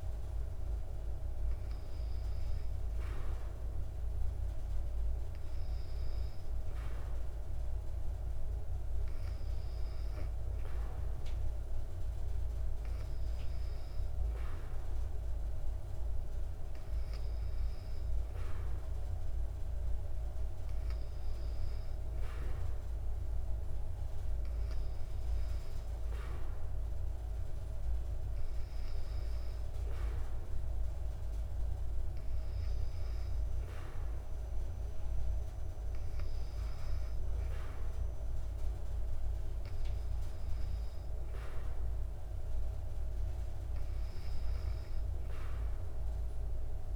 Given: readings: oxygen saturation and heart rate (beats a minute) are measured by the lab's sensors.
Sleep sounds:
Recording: breathing in sleep, hard to hear, by a room microphone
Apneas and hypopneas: none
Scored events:
none scored
From the record:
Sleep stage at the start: N2 (light sleep)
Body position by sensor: on the back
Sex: female

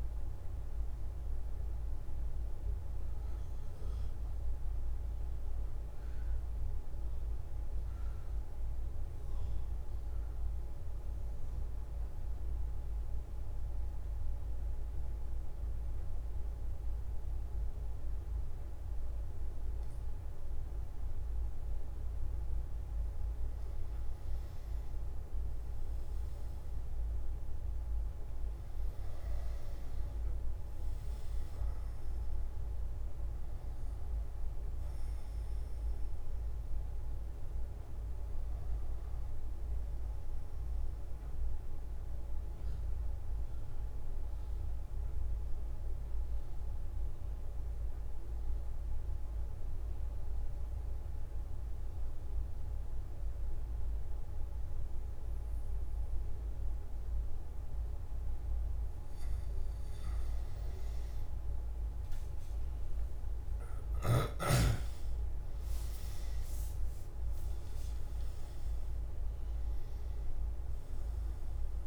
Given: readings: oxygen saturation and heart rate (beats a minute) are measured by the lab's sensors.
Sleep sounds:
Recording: breathing in sleep, hard to hear, by a room microphone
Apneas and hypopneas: 2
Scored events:
11.00-24.00 s: mixed apnea (oxygen 99% before, 95% lowest)
38.00-52.00 s: oxygen desaturation (device-marked, oxygen 99% before, 95% lowest)
44.00-58.50 s: obstructive apnea (oxygen 100% before, 94% lowest)
From the record:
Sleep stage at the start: N1 (lightest sleep)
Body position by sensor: on the back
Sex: male

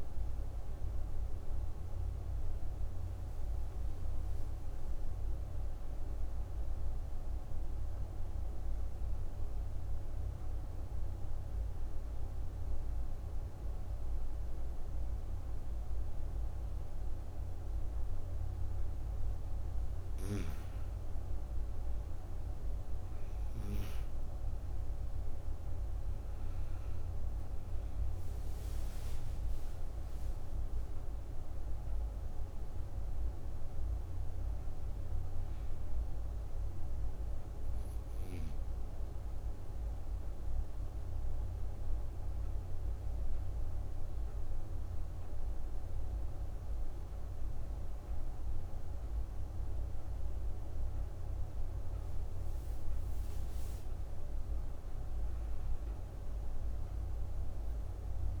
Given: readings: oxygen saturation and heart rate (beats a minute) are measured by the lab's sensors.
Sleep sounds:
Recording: breathing in sleep, hard to hear, by a room microphone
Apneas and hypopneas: 2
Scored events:
6.50-19.50 s: obstructive apnea (oxygen 96% before, 92% lowest)
26.00-43.00 s: oxygen desaturation (device-marked, oxygen 97% before, 92% lowest)
28.00-33.00 s: arousal
40.00-53.00 s: obstructive apnea (oxygen 97% before, 92% lowest)
54.50-58.40 s: arousal
From the record:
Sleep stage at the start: N2 (light sleep)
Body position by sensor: on the right side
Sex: female

